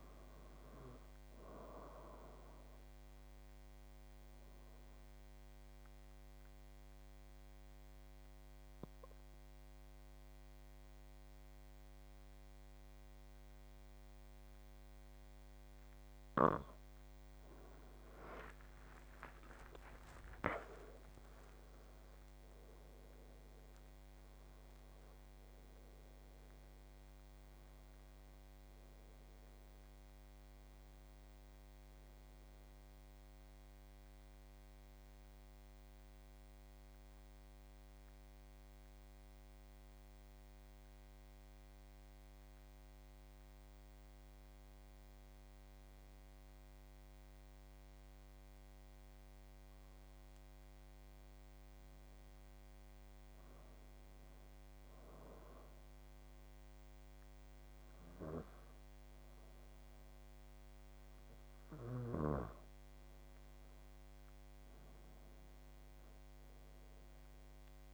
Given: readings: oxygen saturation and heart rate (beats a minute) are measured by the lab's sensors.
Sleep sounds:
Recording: breathing in sleep by a microphone on the trachea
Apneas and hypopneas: 2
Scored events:
3.00-15.50 s: obstructive apnea (oxygen 93% before, 86% lowest, heart rate 82 before, 65 extreme, up 11 after)
17.50-22.00 s: arousal
19.00-45.00 s: oxygen desaturation (device-marked, oxygen 94% before, 86% lowest, heart rate 82 before, 64 extreme)
47.00-61.50 s: hypopnea (oxygen 97% before, 90% lowest, heart rate 76 before, 73 extreme, up 9 after)
58.00-67.94 s: oxygen desaturation (device-marked, oxygen 97% before, 91% lowest, heart rate 72 before, 75 extreme)
65.00-67.94 s: arousal
From the record:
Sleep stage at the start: N2 (light sleep)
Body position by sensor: on the back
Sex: male

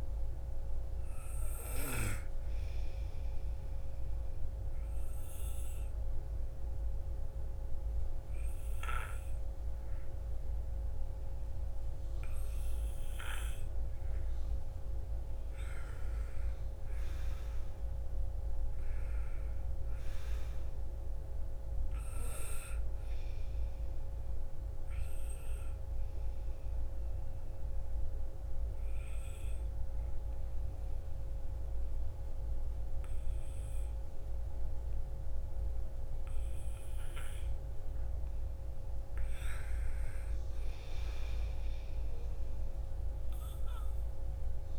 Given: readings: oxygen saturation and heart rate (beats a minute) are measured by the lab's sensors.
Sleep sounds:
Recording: breathing in sleep, hard to hear, by a room microphone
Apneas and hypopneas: 2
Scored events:
0.00-1.50 s: arousal
0.00-17.50 s: oxygen desaturation (device-marked, oxygen 93% lowest, heart rate 54 extreme)
4.50-15.00 s: obstructive apnea (oxygen 97% before, 91% lowest, heart rate 58 before, 54 extreme, up 8 after)
16.50-21.00 s: arousal
19.50-36.50 s: oxygen desaturation (device-marked, oxygen 96% before, 91% lowest, heart rate 57 before, 54 extreme)
26.00-36.50 s: obstructive apnea (oxygen 96% before, 91% lowest, heart rate 59 before, 54 extreme, up 6 after)
38.00-41.50 s: arousal
From the record:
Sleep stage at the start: N2 (light sleep)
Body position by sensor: on the right side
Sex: female

